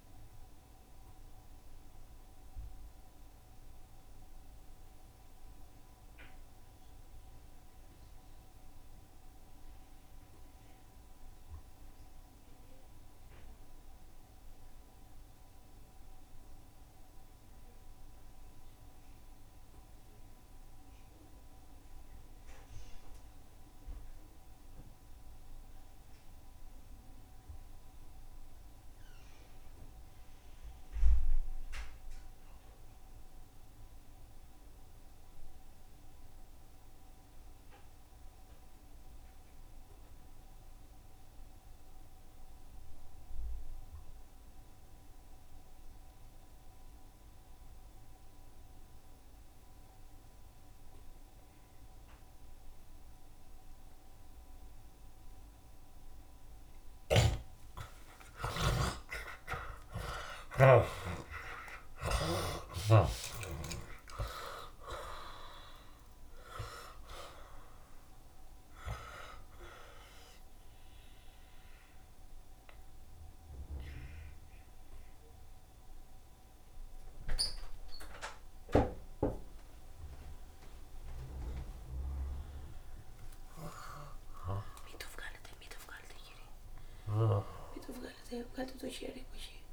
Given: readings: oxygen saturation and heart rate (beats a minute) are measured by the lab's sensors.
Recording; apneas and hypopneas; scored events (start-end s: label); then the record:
breathing in sleep by a room microphone; 2
0.00-19.50 s: oxygen desaturation (device-marked, oxygen 65% lowest, heart rate 67 extreme)
0.50-57.00 s: obstructive apnea (oxygen 85% before, 63% lowest, heart rate 98 before, 67 extreme, up 13 after)
22.00-24.00 s: long interval between heartbeats (device-marked, heart rate 70 before, 79 extreme)
24.50-83.50 s: oxygen desaturation (device-marked, oxygen 91% before, 63% lowest, heart rate 70 before, 69 extreme)
28.50-30.50 s: long interval between heartbeats (device-marked, heart rate 75 before, 98 extreme)
32.50-36.50 s: tachycardia (device-marked, heart rate 77 before, 109 extreme)
36.00-38.00 s: long interval between heartbeats (device-marked, heart rate 85 before, 109 extreme)
42.50-44.50 s: long interval between heartbeats (device-marked, heart rate 97 before, 88 extreme)
45.00-47.00 s: long interval between heartbeats (device-marked, heart rate 98 before, 91 extreme)
50.00-52.00 s: long interval between heartbeats (device-marked, heart rate 97 before, 92 extreme)
51.50-53.50 s: tachycardia (device-marked, heart rate 78 before, 93 extreme)
52.00-54.00 s: long interval between heartbeats (device-marked, heart rate 97 before, 90 extreme)
55.00-57.00 s: long interval between heartbeats (device-marked, heart rate 96 before, 103 extreme)
57.00-61.00 s: snoring (device-marked)
59.00-64.50 s: arousal
59.50-61.50 s: long interval between heartbeats (device-marked, heart rate 93 before, 86 extreme)
71.50-82.50 s: mixed apnea (oxygen 70% before, 63% lowest, heart rate 88 before, 69 extreme, up 4 after)
84.00-88.00 s: arousal
From the record:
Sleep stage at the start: N2 (light sleep); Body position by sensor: on the back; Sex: male